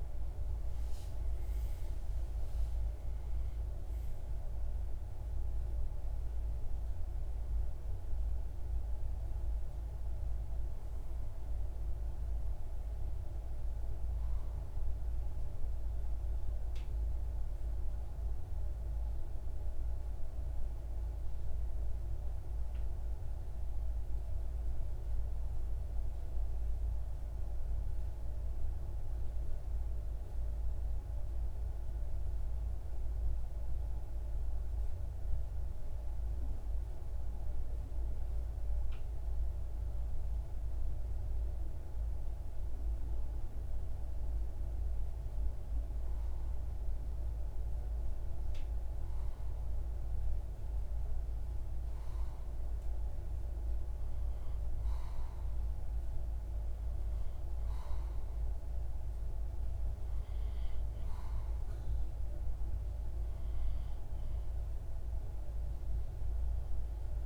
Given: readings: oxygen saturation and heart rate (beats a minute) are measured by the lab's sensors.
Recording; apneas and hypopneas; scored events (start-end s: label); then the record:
breathing in sleep, hard to hear, by a room microphone; 1
0.00-1.50 s: arousal
15.50-43.00 s: hypopnea (oxygen 97% before, 94% lowest)
46.00-50.00 s: arousal
From the record:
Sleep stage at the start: REM sleep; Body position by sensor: on the left side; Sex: male